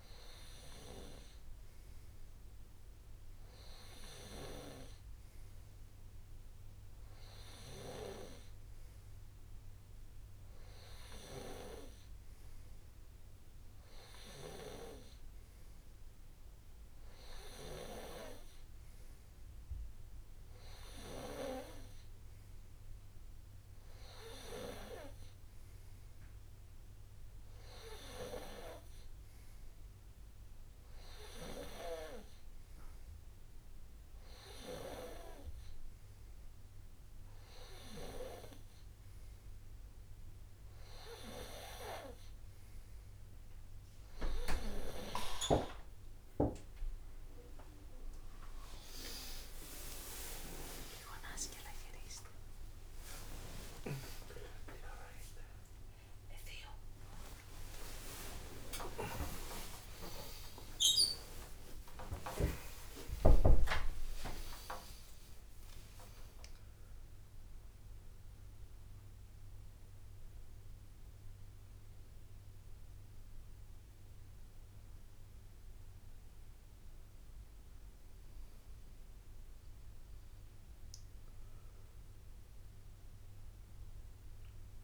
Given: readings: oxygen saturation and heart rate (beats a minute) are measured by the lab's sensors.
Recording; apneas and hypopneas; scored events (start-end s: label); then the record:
a person partly awake in a sleep study, by a room microphone; none
35.50-65.50 s: new sleep stage, awake
53.50-55.50 s: long interval between heartbeats (device-marked)
58.00-60.00 s: long interval between heartbeats (device-marked)
61.00-63.00 s: long interval between heartbeats (device-marked)
65.50-84.84 s: new sleep stage, N1 (lightest sleep)
From the record:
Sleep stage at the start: N2 (light sleep); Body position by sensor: on the right side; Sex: male